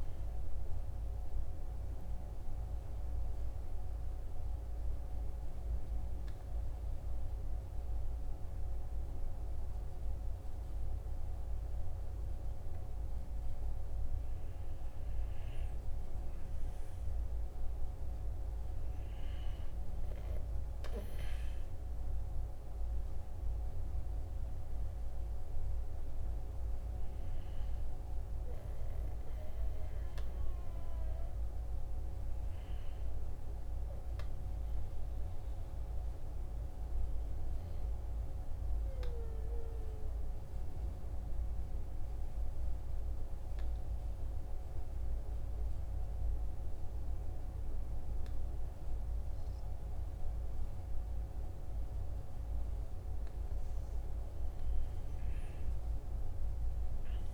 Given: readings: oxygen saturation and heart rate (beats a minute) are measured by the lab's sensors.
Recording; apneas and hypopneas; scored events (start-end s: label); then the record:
breathing in sleep, hard to hear, by a room microphone; 2
1.50-13.00 s: obstructive apnea (oxygen 98% before, 94% lowest, heart rate 47 before, 45 extreme, up 5 after)
15.50-19.50 s: arousal
36.00-53.00 s: obstructive apnea (oxygen 96% before, 94% lowest, heart rate 47 before, 44 extreme, up 4 after)
55.50-57.34 s: arousal
From the record:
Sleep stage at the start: N2 (light sleep); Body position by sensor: on the right side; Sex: male